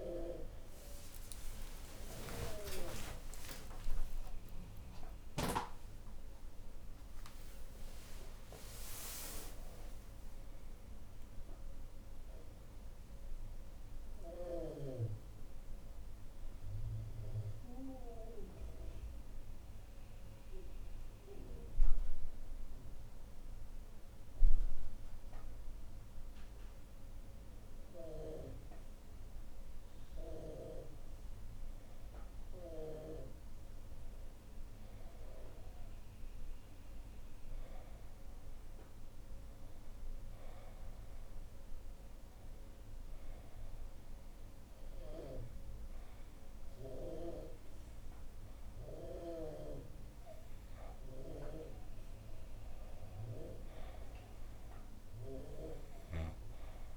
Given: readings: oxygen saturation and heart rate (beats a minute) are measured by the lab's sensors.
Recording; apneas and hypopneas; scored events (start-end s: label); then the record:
a person partly awake in a sleep study, by a room microphone; 1
0.00-17.50 s: oxygen desaturation (device-marked, oxygen 87% lowest, heart rate 69 extreme)
27.50-56.97 s: new sleep stage, N1 (lightest sleep)
41.00-51.00 s: hypopnea (oxygen 99% before, 93% lowest, heart rate 71 before, 72 extreme, up 3 after)
53.00-56.50 s: arousal
From the record:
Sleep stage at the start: awake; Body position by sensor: on the back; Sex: female